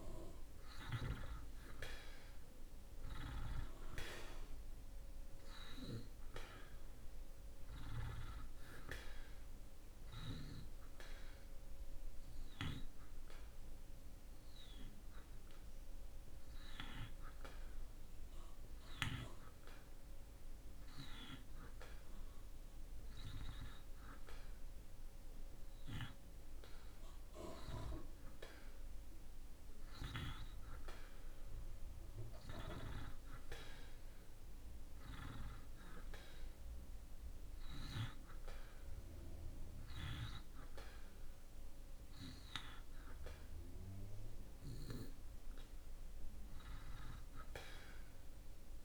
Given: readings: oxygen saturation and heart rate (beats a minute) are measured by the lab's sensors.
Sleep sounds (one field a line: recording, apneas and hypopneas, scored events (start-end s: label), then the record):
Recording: breathing in sleep by a room microphone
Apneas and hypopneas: 1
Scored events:
0.00-1.00 s: arousal
5.00-30.00 s: oxygen desaturation (device-marked, oxygen 96% before, 81% lowest)
8.50-20.50 s: hypopnea (oxygen 96% before, 81% lowest)
30.00-34.50 s: arousal
From the record:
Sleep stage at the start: N2 (light sleep)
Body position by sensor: on the back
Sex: male